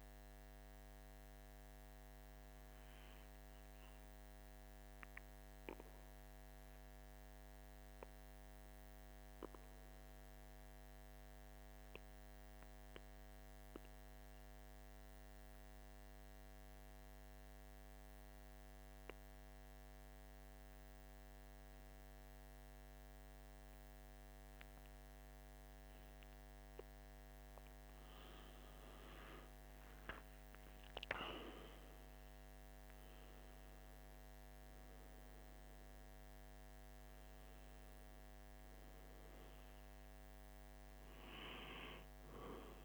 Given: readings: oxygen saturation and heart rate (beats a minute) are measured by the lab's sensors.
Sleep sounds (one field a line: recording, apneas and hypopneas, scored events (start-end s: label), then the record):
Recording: breathing in sleep by a microphone on the trachea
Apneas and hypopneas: 1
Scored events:
0.00-9.50 s: oxygen desaturation (device-marked, oxygen 92% lowest, heart rate 43 extreme)
4.50-27.50 s: obstructive apnea (oxygen 97% before, 92% lowest, heart rate 45 before, 42 extreme, up 5 after)
29.00-33.00 s: arousal
30.50-42.85 s: oxygen desaturation (device-marked, oxygen 97% before, 92% lowest, heart rate 47 before, 42 extreme)
From the record:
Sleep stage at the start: N2 (light sleep)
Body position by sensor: on the right side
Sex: male